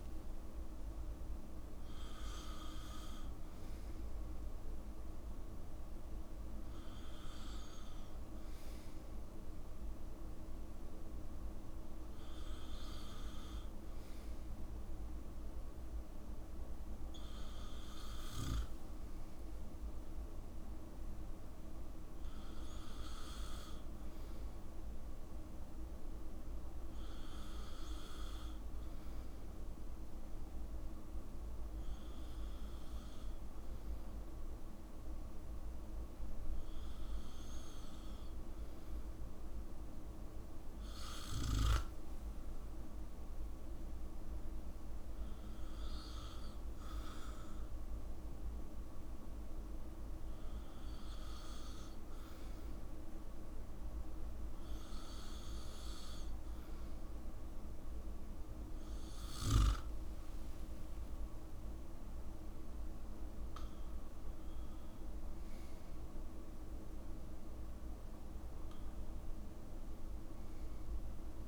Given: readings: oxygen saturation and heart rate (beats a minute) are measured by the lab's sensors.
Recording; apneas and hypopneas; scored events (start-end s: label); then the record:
breathing in sleep, hard to hear, by a room microphone; none
0.00-1.50 s: long interval between heartbeats (device-marked, heart rate 81 extreme)
0.00-3.00 s: arousal
19.00-21.00 s: long interval between heartbeats (device-marked, heart rate 70 before, 79 extreme)
59.50-62.50 s: arousal
From the record:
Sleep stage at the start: N2 (light sleep); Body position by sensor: on the back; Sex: male